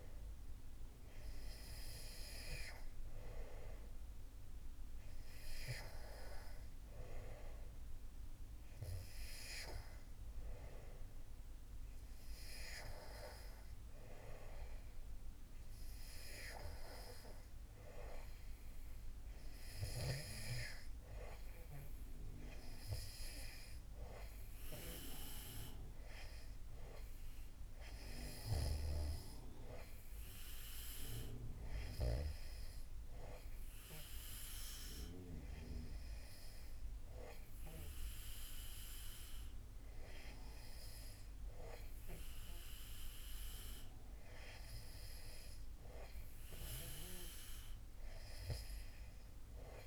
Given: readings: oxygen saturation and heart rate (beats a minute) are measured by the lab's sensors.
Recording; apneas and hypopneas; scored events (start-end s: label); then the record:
breathing in sleep by a room microphone; none
none scored
From the record:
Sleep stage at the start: N2 (light sleep); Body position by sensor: on the back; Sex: male